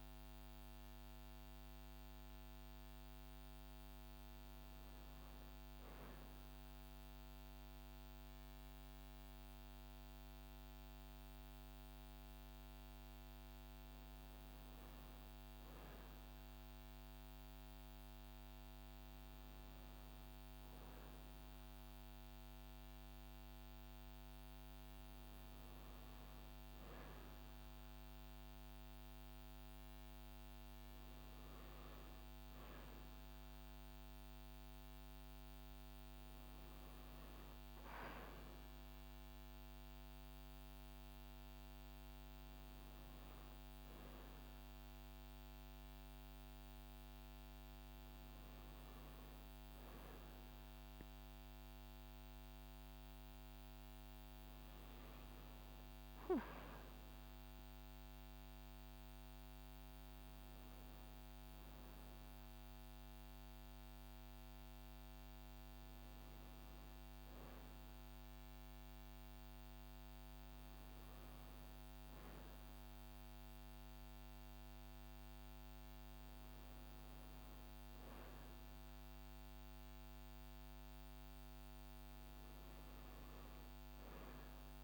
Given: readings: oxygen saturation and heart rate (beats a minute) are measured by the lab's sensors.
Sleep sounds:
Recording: a person awake in a sleep study, hard to hear, by a microphone on the trachea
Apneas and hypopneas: none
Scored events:
none scored
From the record:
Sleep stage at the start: awake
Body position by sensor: on the right side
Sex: female

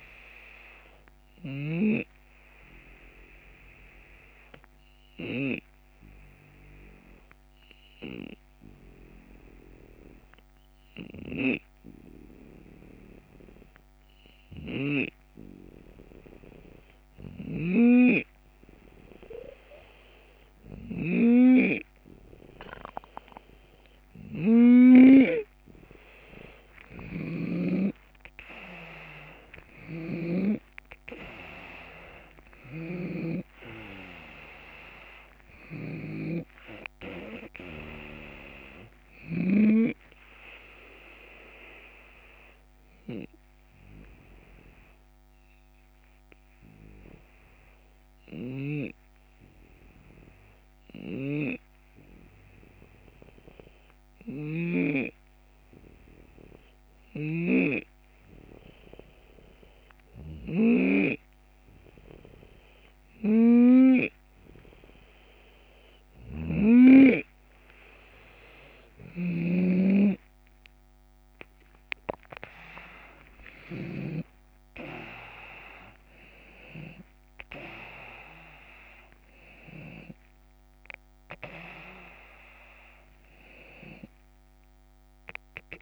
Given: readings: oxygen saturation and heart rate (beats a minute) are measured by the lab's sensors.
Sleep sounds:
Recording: breathing in sleep by a microphone on the trachea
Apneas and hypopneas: 2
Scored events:
0.00-4.50 s: drop in pulse transit time (device-marked, heart rate 74 extreme)
0.00-17.50 s: oxygen desaturation (device-marked, oxygen 87% lowest, heart rate 66 extreme)
2.50-17.50 s: obstructive apnea (oxygen 90% before, 87% lowest, heart rate 83 before, 66 extreme, up 9 after)
4.50-6.50 s: long interval between heartbeats (device-marked, heart rate 83 before, 70 extreme)
7.50-85.82 s: new sleep stage, N2 (light sleep)
10.50-12.50 s: long interval between heartbeats (device-marked, heart rate 79 before, 67 extreme)
17.00-30.00 s: snoring (device-marked)
26.00-31.50 s: arousal
27.50-35.50 s: oxygen desaturation (device-marked, oxygen 98% before, 95% lowest, heart rate 70 before, 74 extreme)
29.50-46.50 s: drop in pulse transit time (device-marked, heart rate 71 before, 76 extreme)
32.00-39.00 s: snoring (device-marked)
37.50-55.50 s: oxygen desaturation (device-marked, oxygen 97% before, 90% lowest, heart rate 77 before, 74 extreme)
43.00-67.00 s: hypopnea (oxygen 98% before, 90% lowest, heart rate 79 before, 74 extreme, up 6 after)
53.50-73.50 s: snoring (device-marked)
69.50-85.82 s: drop in pulse transit time (device-marked, heart rate 76 before, 78 extreme)
70.00-75.50 s: arousal
79.50-85.82 s: oxygen desaturation (device-marked, oxygen 96% before, 91% lowest, heart rate 79 before, 75 extreme)
From the record:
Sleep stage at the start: N1 (lightest sleep)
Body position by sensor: on the left side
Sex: male

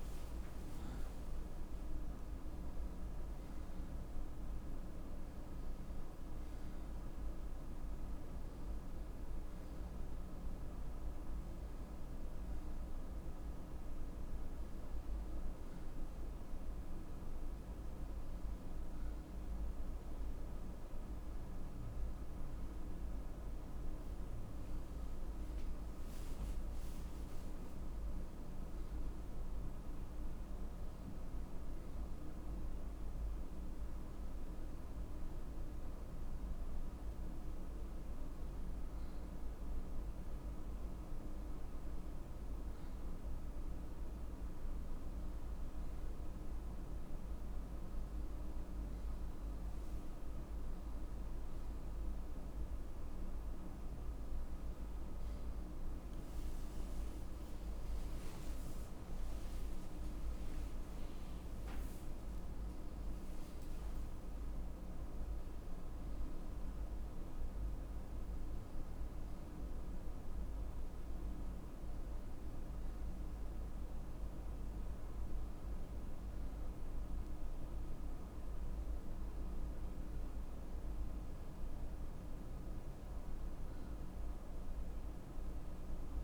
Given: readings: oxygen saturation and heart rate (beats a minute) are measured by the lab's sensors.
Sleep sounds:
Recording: breathing in sleep, hard to hear, by a room microphone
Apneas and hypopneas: none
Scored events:
13.50-25.50 s: oxygen desaturation (device-marked, oxygen 96% before, 92% lowest, heart rate 86 before, 62 extreme)
43.50-51.50 s: oxygen desaturation (device-marked, oxygen 94% before, 91% lowest, heart rate 62 before, 61 extreme)
57.00-61.00 s: arousal
From the record:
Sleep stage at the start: N2 (light sleep)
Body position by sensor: upright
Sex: male

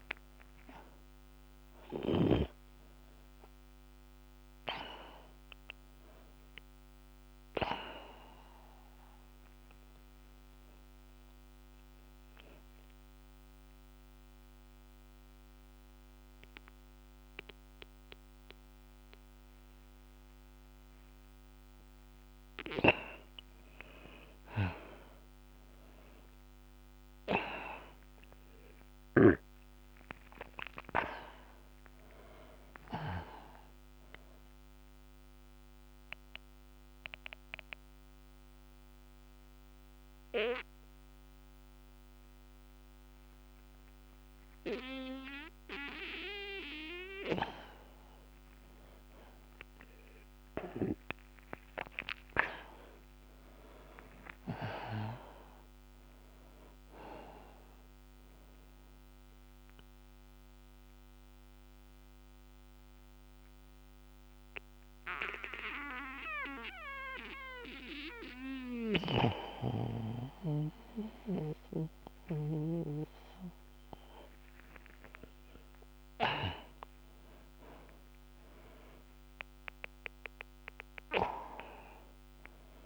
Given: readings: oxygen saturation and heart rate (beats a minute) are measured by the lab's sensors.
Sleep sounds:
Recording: breathing in sleep by a microphone on the trachea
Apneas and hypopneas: 3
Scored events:
2.50-15.50 s: oxygen desaturation (device-marked, oxygen 98% before, 91% lowest)
13.50-23.50 s: central apnea (oxygen 98% before, 82% lowest)
25.00-28.50 s: arousal
29.50-49.50 s: oxygen desaturation (device-marked, oxygen 97% before, 83% lowest)
35.50-47.50 s: mixed apnea (oxygen 97% before, 82% lowest)
49.50-54.00 s: arousal
57.50-65.50 s: oxygen desaturation (device-marked, oxygen 94% before, 89% lowest)
60.50-73.50 s: mixed apnea (oxygen 94% before, 79% lowest)
67.50-78.50 s: oxygen desaturation (device-marked, oxygen 91% before, 82% lowest)
75.50-79.50 s: arousal
From the record:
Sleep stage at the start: N2 (light sleep)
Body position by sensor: on the back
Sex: male

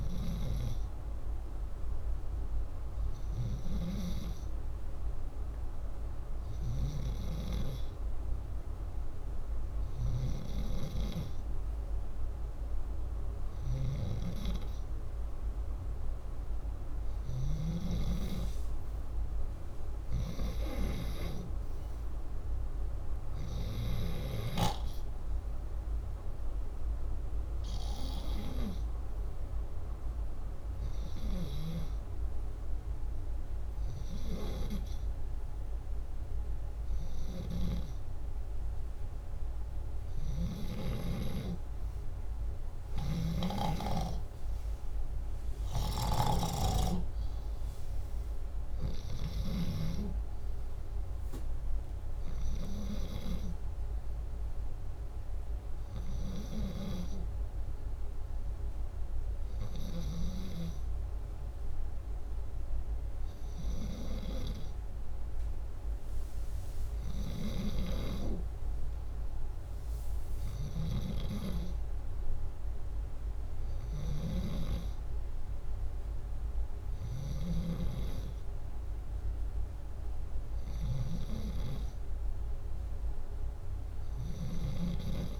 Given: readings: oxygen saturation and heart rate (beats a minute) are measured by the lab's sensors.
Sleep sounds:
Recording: breathing in sleep by a room microphone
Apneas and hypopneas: none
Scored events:
25.00-32.00 s: oxygen desaturation (device-marked, oxygen 94% before, 90% lowest, heart rate 66 before, 62 extreme)
40.50-49.50 s: snoring (device-marked)
70.00-77.00 s: snoring (device-marked)
84.00-85.40 s: snoring (device-marked)
From the record:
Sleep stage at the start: N2 (light sleep)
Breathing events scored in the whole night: 218 in 4.9 hours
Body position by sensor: upright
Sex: male

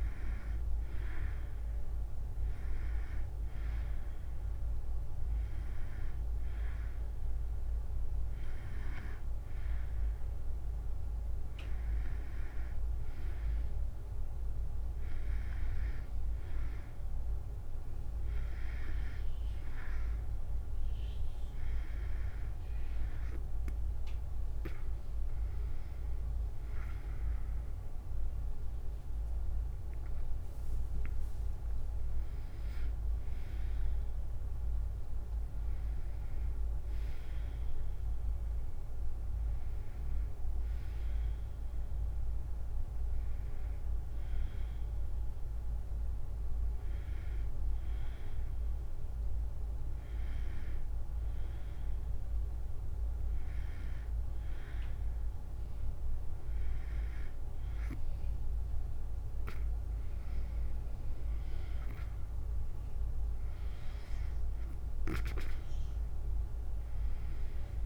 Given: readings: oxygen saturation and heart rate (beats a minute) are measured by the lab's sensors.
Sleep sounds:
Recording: breathing in sleep, hard to hear, by a room microphone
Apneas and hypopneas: none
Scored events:
27.50-39.50 s: drop in pulse transit time (device-marked, heart rate 73 before, 74 extreme)
63.50-67.86 s: drop in pulse transit time (device-marked, heart rate 73 before, 72 extreme)
From the record:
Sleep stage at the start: N2 (light sleep)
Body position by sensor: on the back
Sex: female

